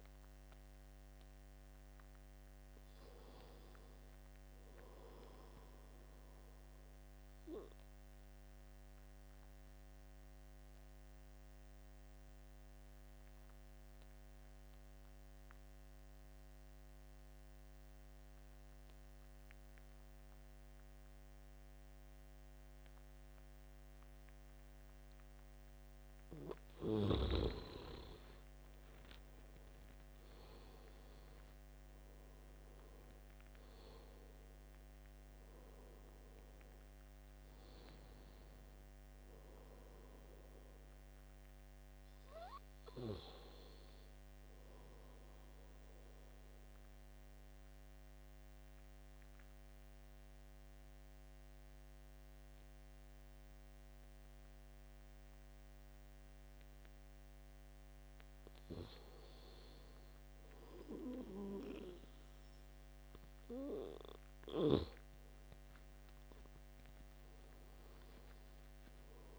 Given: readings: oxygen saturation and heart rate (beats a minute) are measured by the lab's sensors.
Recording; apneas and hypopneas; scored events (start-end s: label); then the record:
breathing in sleep by a microphone on the trachea; 2
0.00-2.00 s: oxygen desaturation (device-marked, oxygen 86% lowest, heart rate 68 extreme)
2.50-5.50 s: arousal
8.00-26.00 s: obstructive apnea (oxygen 97% before, 81% lowest, heart rate 77 before, 68 extreme, up 12 after)
27.50-30.50 s: arousal
29.00-58.00 s: oxygen desaturation (device-marked, oxygen 95% before, 81% lowest, heart rate 72 before, 69 extreme)
46.50-58.00 s: obstructive apnea (oxygen 95% before, 81% lowest, heart rate 76 before, 69 extreme, up 9 after)
61.00-64.50 s: arousal
From the record:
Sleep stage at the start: N2 (light sleep); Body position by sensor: on the back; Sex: male